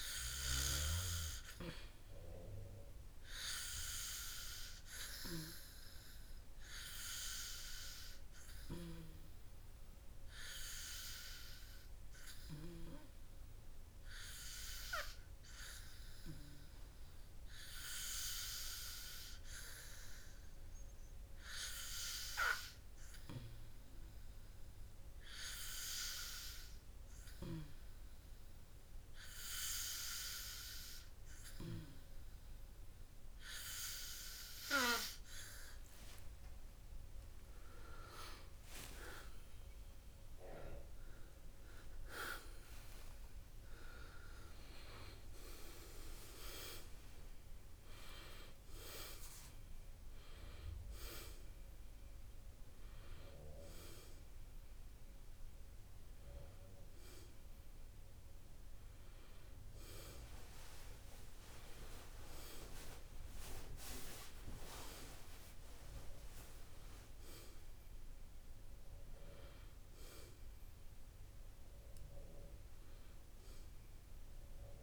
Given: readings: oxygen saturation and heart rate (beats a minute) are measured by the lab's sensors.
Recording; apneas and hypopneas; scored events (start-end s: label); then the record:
a person partly awake in a sleep study, by a room microphone; 1
10.50-38.50 s: hypopnea (oxygen 98% before, 95% lowest, heart rate 129 before, 74 extreme, up 18 after)
39.00-74.82 s: new sleep stage, awake
From the record:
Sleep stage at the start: N2 (light sleep); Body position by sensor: on the back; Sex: male